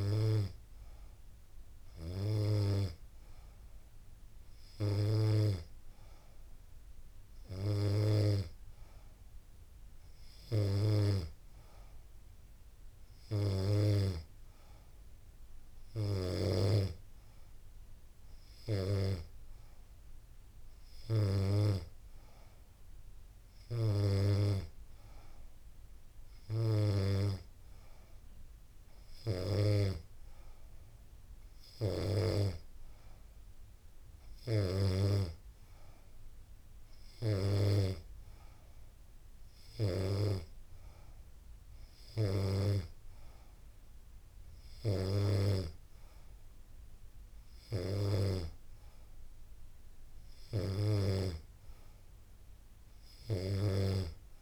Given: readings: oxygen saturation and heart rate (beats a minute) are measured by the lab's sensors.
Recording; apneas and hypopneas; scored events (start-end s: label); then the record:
breathing in sleep by a room microphone; none
none scored
From the record:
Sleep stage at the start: N2 (light sleep); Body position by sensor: on the back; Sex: female